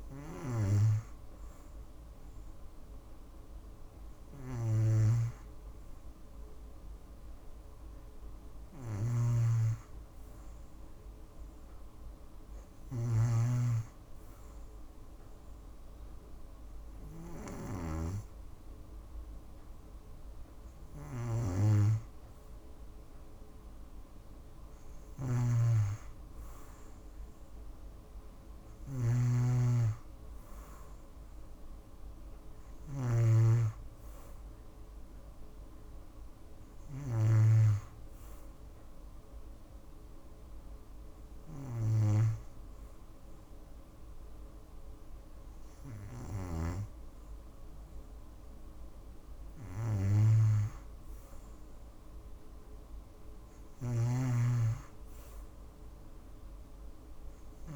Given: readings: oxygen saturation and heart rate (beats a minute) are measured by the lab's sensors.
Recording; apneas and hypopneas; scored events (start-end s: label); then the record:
breathing in sleep by a room microphone; none
8.50-13.00 s: snoring (device-marked)
24.50-33.00 s: snoring (device-marked)
53.00-57.50 s: snoring (device-marked)
From the record:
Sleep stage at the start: N2 (light sleep); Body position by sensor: on the back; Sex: female